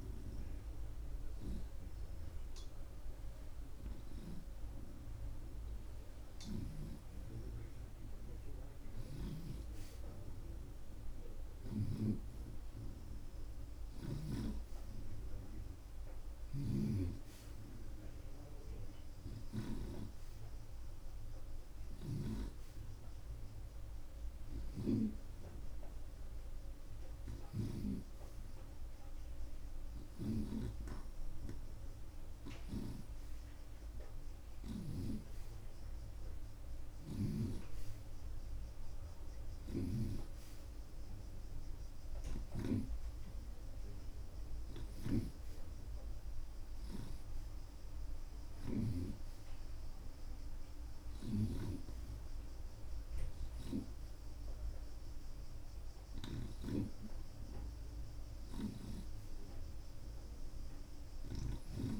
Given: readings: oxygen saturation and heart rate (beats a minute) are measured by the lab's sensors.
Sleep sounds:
breathing in sleep by a room microphone; none
9.00-14.50 s: snoring (device-marked)
10.00-62.00 s: new sleep stage, N2 (light sleep)
16.50-20.00 s: snoring (device-marked)
24.50-28.00 s: snoring (device-marked)
32.50-37.50 s: snoring (device-marked)
39.50-43.00 s: snoring (device-marked)
56.50-62.00 s: snoring (device-marked)
From the record:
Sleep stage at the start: N1 (lightest sleep); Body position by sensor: on the right side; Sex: male

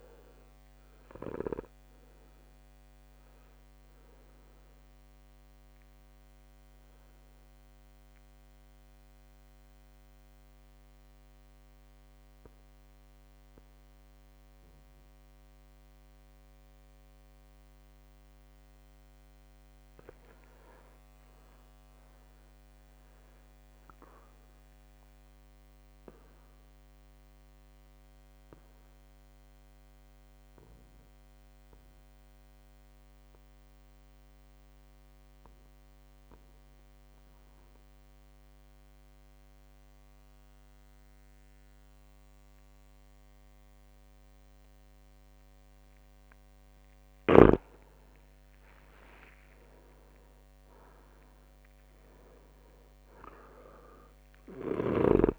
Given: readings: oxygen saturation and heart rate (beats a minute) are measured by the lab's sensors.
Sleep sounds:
breathing in sleep by a microphone on the trachea; 2
0.00-20.00 s: oxygen desaturation (device-marked, oxygen 85% lowest, heart rate 54 extreme)
0.00-24.00 s: drop in pulse transit time (device-marked, heart rate 55 extreme)
2.50-19.50 s: obstructive apnea (oxygen 100% before, 85% lowest, heart rate 60 before, 54 extreme, up 2 after)
21.00-24.00 s: arousal
28.00-46.50 s: mixed apnea (oxygen 100% before, 92% lowest, heart rate 56 before, 53 extreme, up 12 after)
48.50-52.00 s: arousal
54.00-55.39 s: drop in pulse transit time (device-marked, heart rate 58 before, 53 extreme)
From the record:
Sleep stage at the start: N2 (light sleep); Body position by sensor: on the back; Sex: male

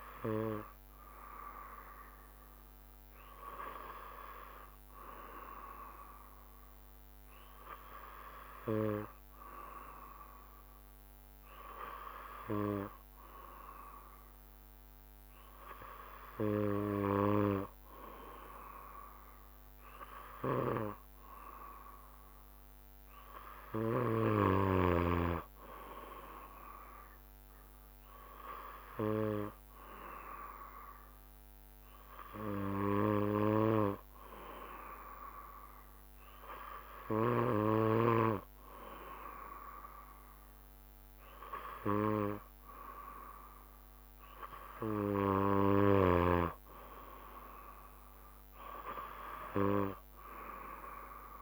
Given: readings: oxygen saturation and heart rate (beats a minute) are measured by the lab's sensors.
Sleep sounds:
breathing in sleep by a microphone on the trachea; none
none scored
From the record:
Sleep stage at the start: N2 (light sleep); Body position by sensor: on the back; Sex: male

